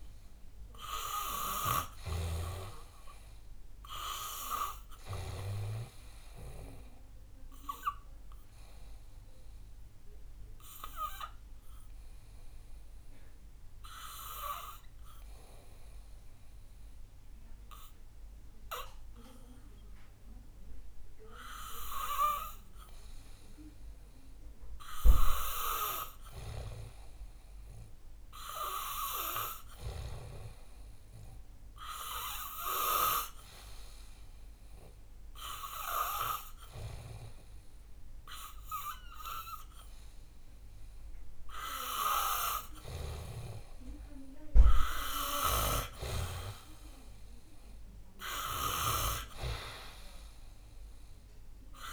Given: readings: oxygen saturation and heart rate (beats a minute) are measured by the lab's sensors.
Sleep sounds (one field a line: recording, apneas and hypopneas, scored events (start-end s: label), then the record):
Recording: breathing in sleep by a room microphone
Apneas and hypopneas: 2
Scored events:
3.50-21.50 s: oxygen desaturation (device-marked, oxygen 98% before, 90% lowest, heart rate 68 before, 64 extreme)
6.50-16.50 s: obstructive apnea (oxygen 98% before, 90% lowest, heart rate 69 before, 64 extreme, up 2 after)
18.50-22.00 s: arousal
29.00-42.00 s: hypopnea (oxygen 97% before, 90% lowest, heart rate 65 before, 63 extreme, up 5 after)
35.50-44.50 s: oxygen desaturation (device-marked, oxygen 96% before, 91% lowest, heart rate 66 before, 63 extreme)
48.50-51.50 s: arousal
From the record:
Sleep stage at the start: N2 (light sleep)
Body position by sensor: on the back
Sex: male